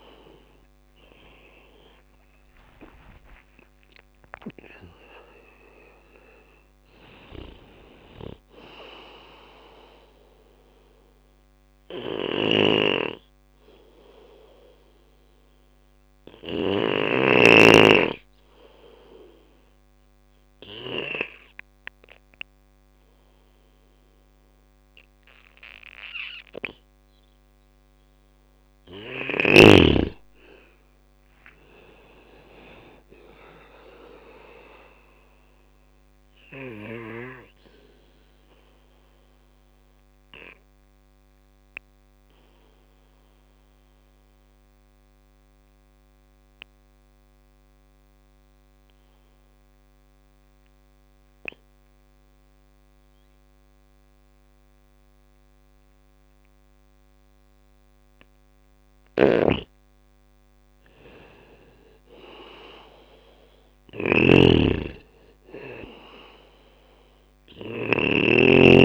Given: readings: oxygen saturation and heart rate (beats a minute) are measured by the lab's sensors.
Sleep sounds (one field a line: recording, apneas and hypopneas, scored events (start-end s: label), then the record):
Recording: breathing in sleep by a microphone on the trachea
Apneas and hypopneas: 2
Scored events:
0.00-2.50 s: arousal
0.00-12.00 s: drop in pulse transit time (device-marked, heart rate 69 extreme)
0.00-21.00 s: oxygen desaturation (device-marked, oxygen 91% lowest, heart rate 62 extreme)
2.00-4.00 s: long interval between heartbeats (device-marked, heart rate 68 before, 97 extreme)
11.00-27.00 s: obstructive apnea (oxygen 96% before, 89% lowest, heart rate 78 before, 62 extreme, up 8 after)
11.50-16.00 s: snoring (device-marked)
29.00-32.50 s: arousal
31.00-44.00 s: drop in pulse transit time (device-marked, heart rate 67 before, 63 extreme)
35.00-58.00 s: obstructive apnea (oxygen 97% before, 89% lowest, heart rate 67 before, 62 extreme, up 5 after)
58.00-67.50 s: snoring (device-marked)
61.00-64.50 s: arousal
64.00-68.85 s: oxygen desaturation (device-marked, oxygen 99% before, 89% lowest, heart rate 64 before, 63 extreme)
From the record:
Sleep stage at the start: N2 (light sleep)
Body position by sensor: on the back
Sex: male